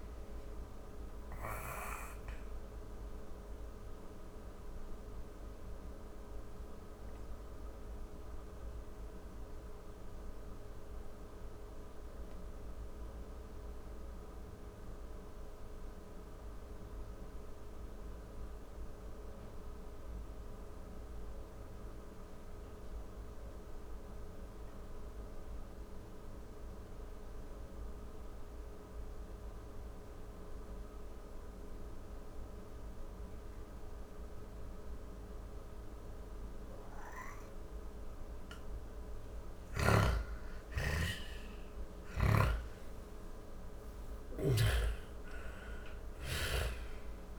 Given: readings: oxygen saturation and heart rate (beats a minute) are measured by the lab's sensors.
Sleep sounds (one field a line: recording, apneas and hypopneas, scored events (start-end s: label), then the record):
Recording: breathing in sleep by a room microphone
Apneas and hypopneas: 1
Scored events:
0.00-2.50 s: oxygen desaturation (device-marked, oxygen 91% lowest, heart rate 40 extreme)
0.50-36.50 s: obstructive apnea (oxygen 98% before, 86% lowest, heart rate 72 before, 42 extreme, up 12 after)
4.50-11.50 s: oxygen desaturation (device-marked, oxygen 92% before, 88% lowest, heart rate 72 before, 44 extreme)
13.50-18.50 s: oxygen desaturation (device-marked, oxygen 92% before, 87% lowest, heart rate 67 before, 44 extreme)
34.50-47.39 s: oxygen desaturation (device-marked, oxygen 98% before, 86% lowest, heart rate 54 before, 39 extreme)
40.50-46.00 s: arousal
42.50-47.39 s: snoring (device-marked)
From the record:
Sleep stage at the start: N2 (light sleep)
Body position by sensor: on the back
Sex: female